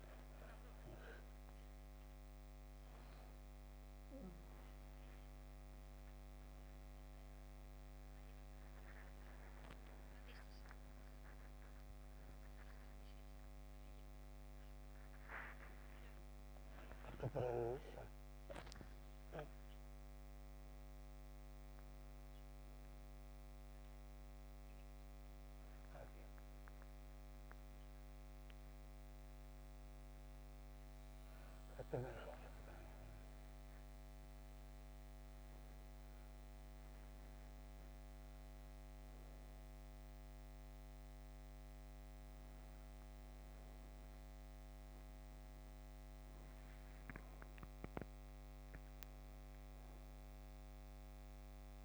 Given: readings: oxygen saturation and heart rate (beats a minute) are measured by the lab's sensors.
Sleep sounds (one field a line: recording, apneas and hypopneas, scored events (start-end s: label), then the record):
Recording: a person awake in a sleep study, by a microphone on the trachea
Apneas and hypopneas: none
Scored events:
none scored
From the record:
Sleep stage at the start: awake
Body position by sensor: on the back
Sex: female